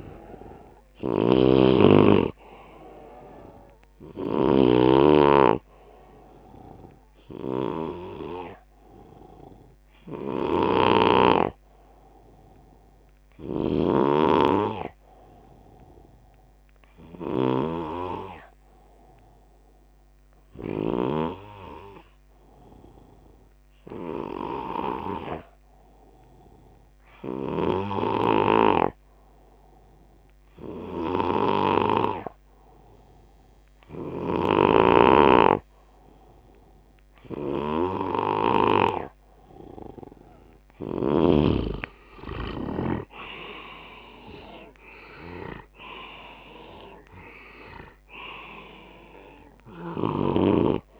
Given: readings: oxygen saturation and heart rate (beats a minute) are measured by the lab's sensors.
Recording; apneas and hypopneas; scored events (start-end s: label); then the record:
breathing in sleep by a microphone on the trachea; 1
0.00-21.00 s: snoring (device-marked)
2.50-24.50 s: oxygen desaturation (device-marked, oxygen 92% before, 86% lowest, heart rate 78 before, 64 extreme)
12.50-35.00 s: hypopnea (oxygen 92% before, 86% lowest, heart rate 78 before, 64 extreme, up 3 after)
42.50-46.50 s: arousal
45.50-51.00 s: oxygen desaturation (device-marked, oxygen 93% before, 90% lowest, heart rate 73 before, 69 extreme)
49.50-51.00 s: snoring (device-marked)
From the record:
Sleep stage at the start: N2 (light sleep); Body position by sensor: on the left side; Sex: male